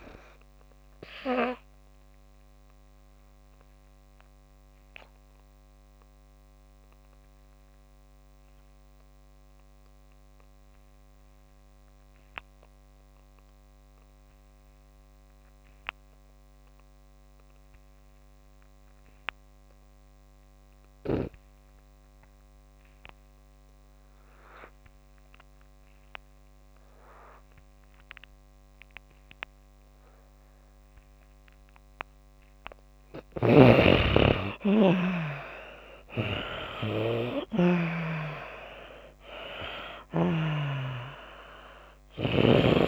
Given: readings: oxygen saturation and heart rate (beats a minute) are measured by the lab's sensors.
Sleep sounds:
breathing in sleep by a microphone on the trachea; 1
0.00-25.00 s: oxygen desaturation (device-marked, oxygen 84% lowest)
0.50-31.00 s: obstructive apnea (oxygen 96% before, 78% lowest)
33.00-37.50 s: snoring (device-marked)
35.50-39.00 s: arousal
40.00-42.88 s: oxygen desaturation (device-marked, oxygen 96% before, 78% lowest)
From the record:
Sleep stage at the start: N2 (light sleep); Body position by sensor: on the back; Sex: female

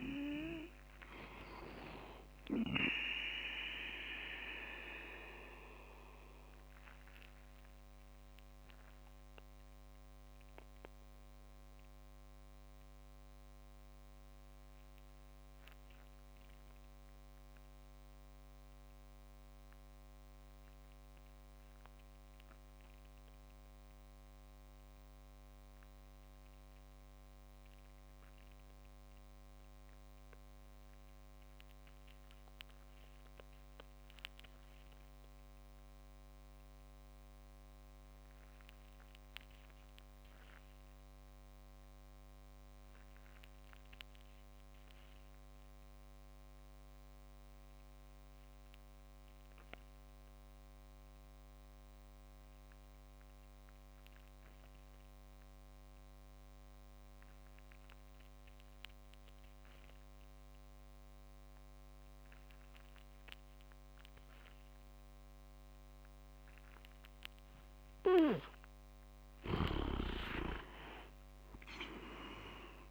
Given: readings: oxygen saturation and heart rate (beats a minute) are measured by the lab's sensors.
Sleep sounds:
breathing in sleep by a microphone on the trachea; 1
0.00-10.00 s: oxygen desaturation (device-marked, oxygen 93% lowest, heart rate 55 extreme)
6.00-68.00 s: obstructive apnea (oxygen 99% before, 88% lowest, heart rate 75 before, 46 extreme, up 20 after)
17.00-27.00 s: oxygen desaturation (device-marked, oxygen 95% before, 92% lowest, heart rate 64 before, 46 extreme)
70.00-72.91 s: oxygen desaturation (device-marked, oxygen 98% before, 88% lowest, heart rate 51 before, 51 extreme)
70.50-72.91 s: arousal
70.50-72.91 s: leg movement (device-marked)
From the record:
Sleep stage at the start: N2 (light sleep); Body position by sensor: on the back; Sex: male

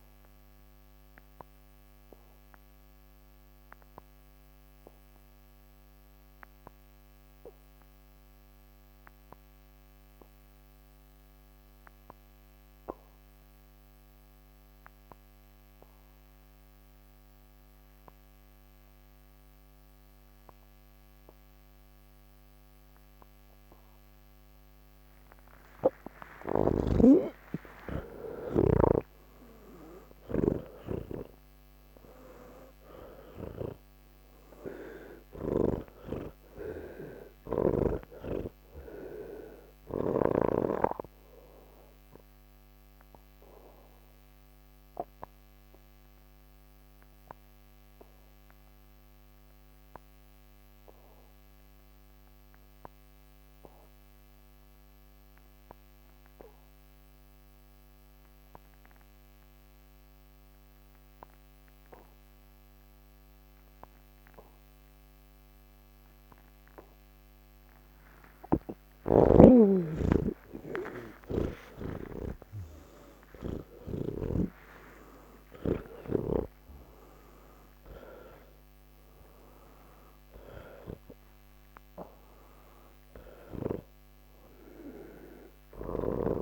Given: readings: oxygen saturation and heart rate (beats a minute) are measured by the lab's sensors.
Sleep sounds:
breathing in sleep by a microphone on the trachea; 2
0.00-10.00 s: oxygen desaturation (device-marked, oxygen 81% lowest, heart rate 55 extreme)
0.50-25.00 s: obstructive apnea (oxygen 99% before, 77% lowest, heart rate 107 before, 47 extreme, up 59 after)
17.00-55.00 s: oxygen desaturation (device-marked, oxygen 99% before, 77% lowest, heart rate 88 before, 47 extreme)
26.50-40.50 s: snoring (device-marked)
42.50-66.50 s: obstructive apnea (oxygen 99% before, 77% lowest, heart rate 102 before, 59 extreme, up 43 after)
61.00-86.42 s: oxygen desaturation (device-marked, oxygen 99% before, 78% lowest, heart rate 80 before, 59 extreme)
From the record:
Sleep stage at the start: N1 (lightest sleep); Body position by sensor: on the back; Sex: male

